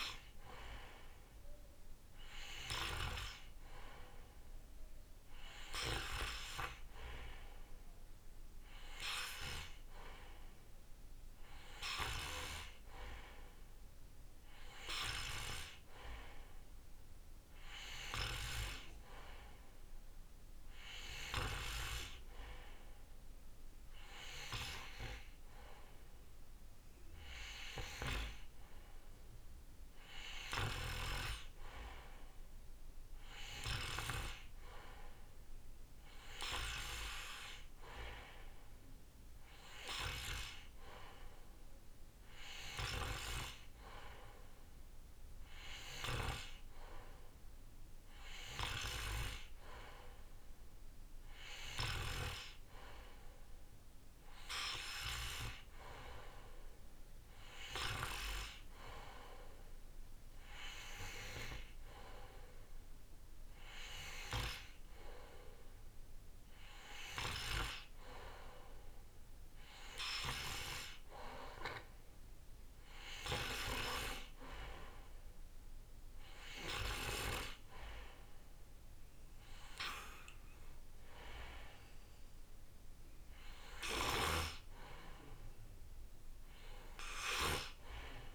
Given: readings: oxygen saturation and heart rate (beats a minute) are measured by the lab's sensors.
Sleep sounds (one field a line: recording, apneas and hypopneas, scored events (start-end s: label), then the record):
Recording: breathing in sleep by a room microphone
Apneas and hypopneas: none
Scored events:
none scored
From the record:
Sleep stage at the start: N2 (light sleep)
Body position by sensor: on the right side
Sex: male